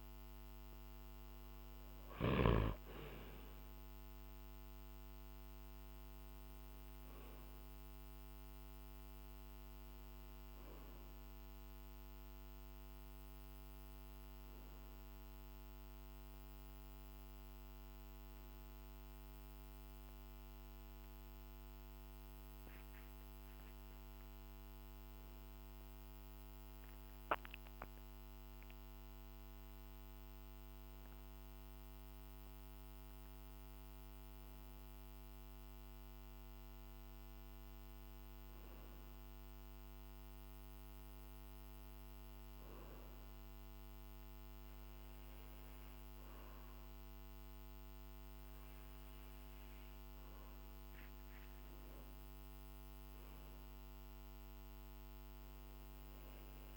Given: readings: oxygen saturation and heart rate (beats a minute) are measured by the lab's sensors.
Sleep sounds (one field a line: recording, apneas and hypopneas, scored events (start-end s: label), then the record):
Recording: breathing in sleep, hard to hear, by a microphone on the trachea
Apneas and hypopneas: none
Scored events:
0.00-2.50 s: arousal
From the record:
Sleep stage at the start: N2 (light sleep)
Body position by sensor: on the back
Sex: male